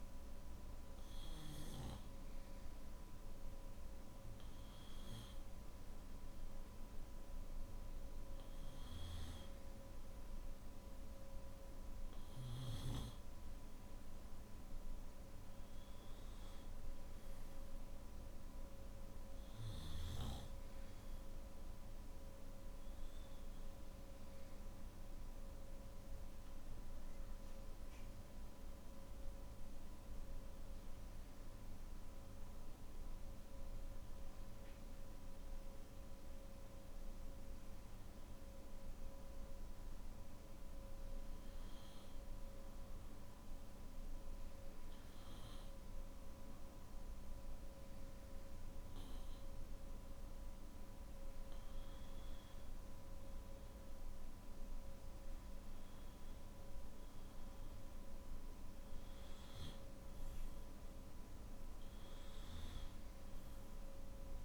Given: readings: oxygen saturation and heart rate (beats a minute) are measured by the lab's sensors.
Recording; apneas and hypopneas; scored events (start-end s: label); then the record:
breathing in sleep, hard to hear, by a room microphone; none
none scored
From the record:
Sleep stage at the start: N2 (light sleep); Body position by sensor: on the back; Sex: male